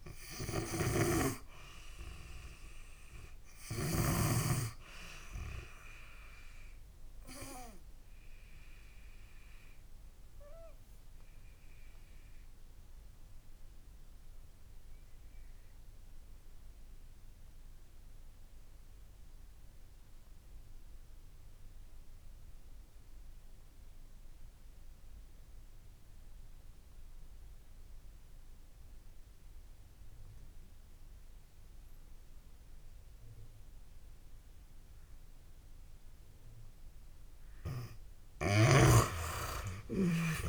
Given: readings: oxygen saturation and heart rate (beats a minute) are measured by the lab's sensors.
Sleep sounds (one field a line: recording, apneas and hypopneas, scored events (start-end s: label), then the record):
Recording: breathing in sleep by a room microphone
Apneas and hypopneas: 1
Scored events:
0.00-1.00 s: snoring (device-marked)
6.50-36.00 s: obstructive apnea (oxygen 97% before, 79% lowest)
8.50-26.50 s: oxygen desaturation (device-marked, oxygen 96% before, 87% lowest)
33.50-40.49 s: oxygen desaturation (device-marked, oxygen 96% before, 79% lowest)
38.00-40.49 s: snoring (device-marked)
38.50-40.49 s: arousal
From the record:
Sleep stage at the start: N2 (light sleep)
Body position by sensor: on the back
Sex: female